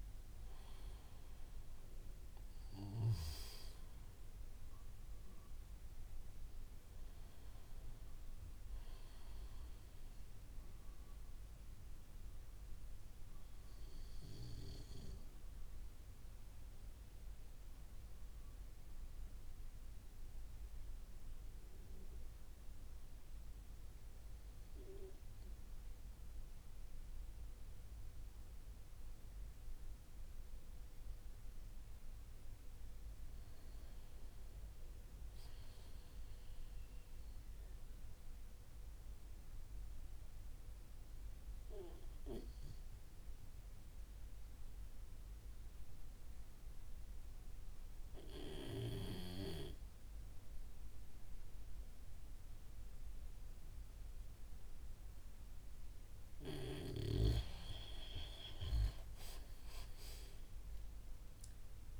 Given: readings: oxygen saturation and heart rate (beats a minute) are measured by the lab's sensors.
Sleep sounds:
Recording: breathing in sleep by a room microphone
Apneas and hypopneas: 2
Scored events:
0.00-15.00 s: oxygen desaturation (device-marked, oxygen 89% lowest)
15.50-31.50 s: central apnea (oxygen 94% before, 91% lowest)
32.50-37.00 s: arousal
38.50-57.50 s: mixed apnea (oxygen 98% before, 91% lowest)
60.00-61.99 s: arousal
From the record:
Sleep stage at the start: N2 (light sleep)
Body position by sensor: on the back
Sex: male

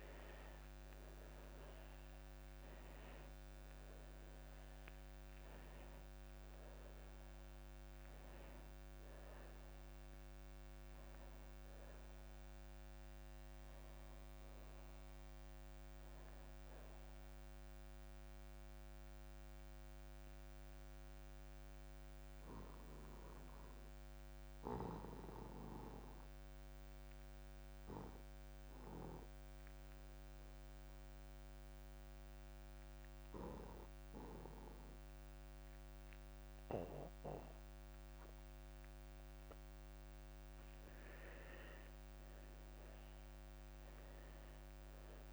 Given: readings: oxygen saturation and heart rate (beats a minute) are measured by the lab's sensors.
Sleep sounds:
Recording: breathing in sleep by a microphone on the trachea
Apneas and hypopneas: 1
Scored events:
0.00-26.00 s: oxygen desaturation (device-marked, oxygen 79% lowest)
19.00-40.00 s: obstructive apnea (oxygen 94% before, 79% lowest)
43.00-45.32 s: arousal
From the record:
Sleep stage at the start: N2 (light sleep)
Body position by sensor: on the back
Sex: male

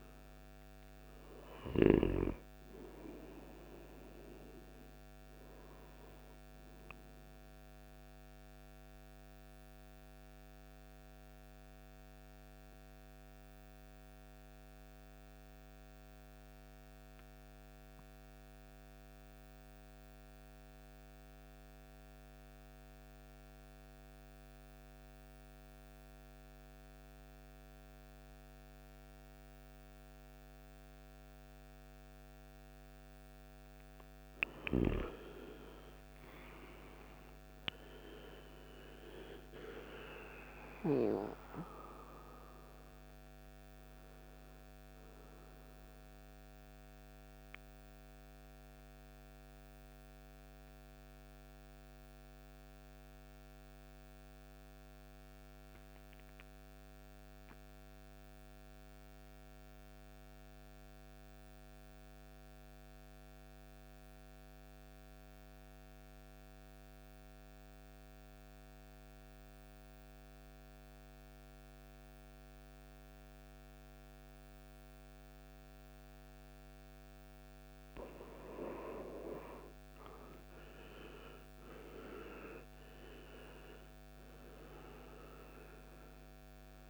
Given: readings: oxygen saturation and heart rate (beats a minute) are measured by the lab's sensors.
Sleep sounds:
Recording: breathing in sleep by a microphone on the trachea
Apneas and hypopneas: 2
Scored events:
0.00-19.00 s: oxygen desaturation (device-marked, oxygen 91% lowest, heart rate 55 extreme)
7.50-32.50 s: mixed apnea (oxygen 99% before, 86% lowest, heart rate 63 before, 54 extreme, up 19 after)
30.00-65.00 s: oxygen desaturation (device-marked, oxygen 98% before, 86% lowest, heart rate 59 before, 54 extreme)
36.00-41.00 s: arousal
46.00-76.50 s: mixed apnea (oxygen 98% before, 86% lowest, heart rate 65 before, 54 extreme, up 16 after)
79.00-84.00 s: arousal
80.00-86.90 s: oxygen desaturation (device-marked, oxygen 98% before, 86% lowest, heart rate 57 before, 53 extreme)
From the record:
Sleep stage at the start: N2 (light sleep)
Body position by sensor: on the right side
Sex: male

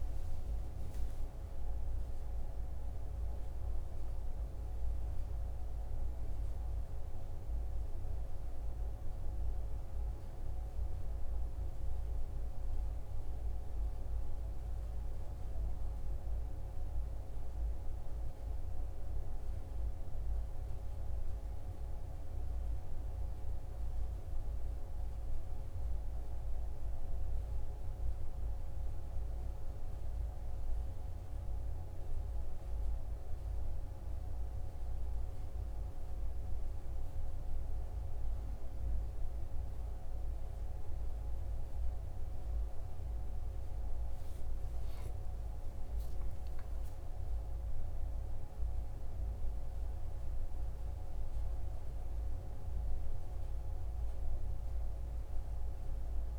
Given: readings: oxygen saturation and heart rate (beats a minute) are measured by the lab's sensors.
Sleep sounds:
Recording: a person awake in a sleep study, hard to hear, by a room microphone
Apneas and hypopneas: none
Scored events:
none scored
From the record:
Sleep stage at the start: awake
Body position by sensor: on the right side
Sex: male

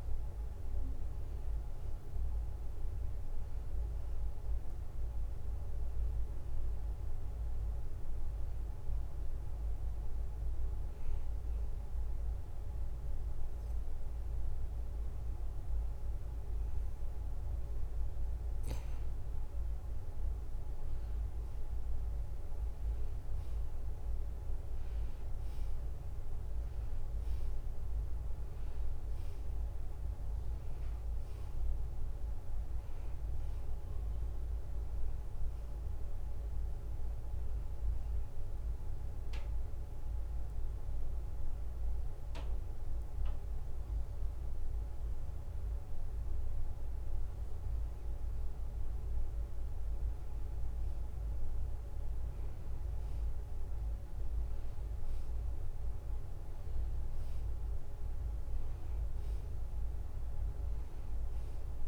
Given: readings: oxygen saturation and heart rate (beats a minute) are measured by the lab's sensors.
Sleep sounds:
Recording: breathing in sleep, hard to hear, by a room microphone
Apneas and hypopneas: 2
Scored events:
0.00-2.00 s: oxygen desaturation (device-marked, oxygen 88% lowest, heart rate 72 extreme)
10.00-21.00 s: hypopnea (oxygen 96% before, 90% lowest, heart rate 75 before, 72 extreme, up 3 after)
24.00-27.00 s: arousal
28.00-47.00 s: oxygen desaturation (device-marked, oxygen 94% before, 90% lowest, heart rate 73 before, 73 extreme)
38.00-49.00 s: hypopnea (oxygen 94% before, 89% lowest, heart rate 74 before, 73 extreme, up 0 after)
52.50-56.00 s: arousal
59.00-61.88 s: oxygen desaturation (device-marked, oxygen 94% before, 91% lowest, heart rate 74 before, 72 extreme)
From the record:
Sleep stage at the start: N2 (light sleep)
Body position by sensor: on the back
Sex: male

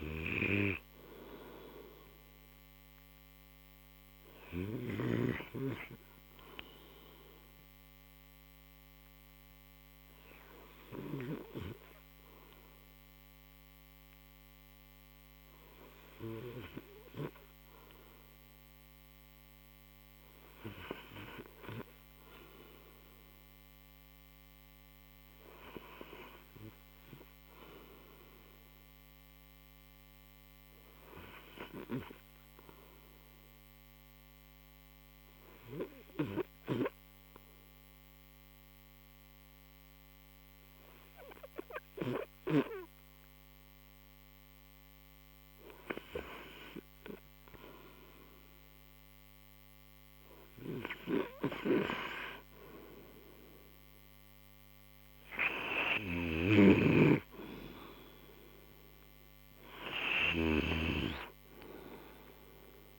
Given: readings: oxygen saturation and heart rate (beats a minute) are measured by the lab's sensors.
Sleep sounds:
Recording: breathing in sleep by a microphone on the trachea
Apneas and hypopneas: 2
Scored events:
0.00-8.50 s: oxygen desaturation (device-marked, oxygen 87% lowest)
5.50-19.50 s: hypopnea (oxygen 92% before, 89% lowest)
21.00-25.00 s: arousal
33.50-46.00 s: obstructive apnea (oxygen 100% before, 92% lowest, heart rate 60 before, 58 extreme, up 32 after)
37.50-41.50 s: oxygen desaturation (device-marked, oxygen 97% before, 95% lowest, heart rate 61 before, 58 extreme)
51.50-55.50 s: arousal
61.50-62.99 s: oxygen desaturation (device-marked, oxygen 95% before, 92% lowest, heart rate 77 before, 50 extreme)
From the record:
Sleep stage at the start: N2 (light sleep)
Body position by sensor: on the right side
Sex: male

